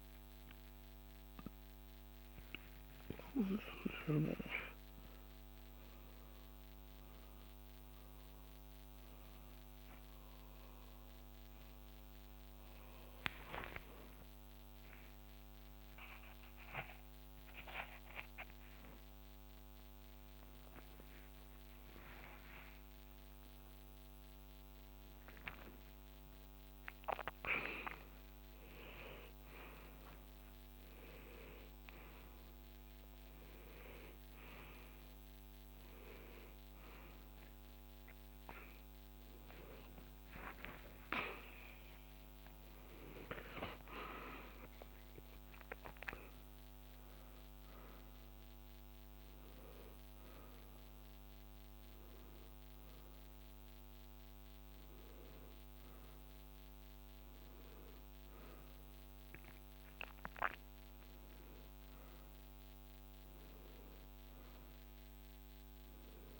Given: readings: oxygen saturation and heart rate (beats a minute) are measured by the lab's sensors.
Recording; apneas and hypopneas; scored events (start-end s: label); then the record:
a person awake in a sleep study, by a microphone on the trachea; none
none scored
From the record:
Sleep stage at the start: awake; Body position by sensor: on the back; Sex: male